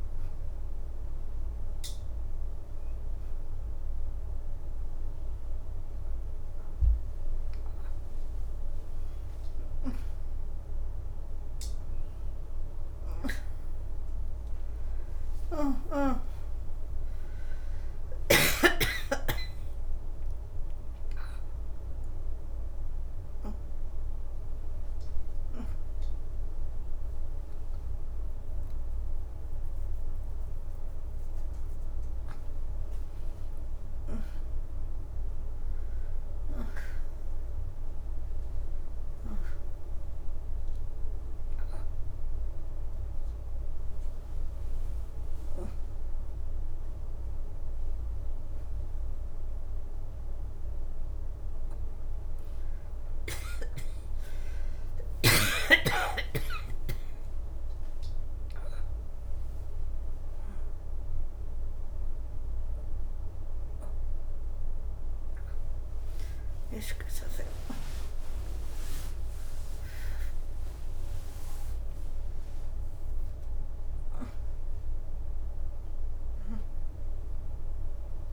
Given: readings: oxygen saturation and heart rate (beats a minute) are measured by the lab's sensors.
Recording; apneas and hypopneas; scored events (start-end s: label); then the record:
a person awake in a sleep study, by a room microphone; none
5.50-9.50 s: leg movement (device-marked)
17.50-20.50 s: leg movement (device-marked)
44.00-46.50 s: leg movement (device-marked)
52.50-57.50 s: leg movement (device-marked)
57.50-74.50 s: oxygen desaturation (device-marked, oxygen 97% before, 93% lowest, heart rate 88 before, 85 extreme)
65.50-74.50 s: leg movement (device-marked)
From the record:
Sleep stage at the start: awake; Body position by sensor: on the back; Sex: female